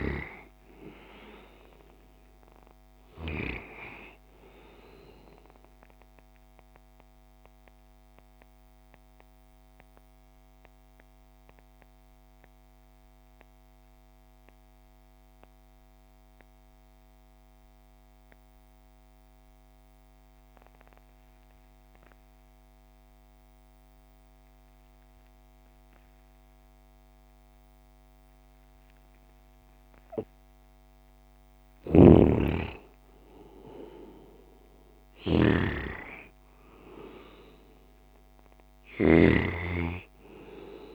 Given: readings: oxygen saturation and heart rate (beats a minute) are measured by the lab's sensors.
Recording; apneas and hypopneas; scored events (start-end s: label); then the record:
breathing in sleep by a microphone on the trachea; 1
0.00-23.00 s: oxygen desaturation (device-marked, oxygen 73% lowest)
6.50-32.00 s: mixed apnea (oxygen 96% before, 73% lowest)
31.50-39.00 s: snoring (device-marked)
33.50-36.50 s: arousal
From the record:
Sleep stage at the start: REM sleep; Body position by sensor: on the left side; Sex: male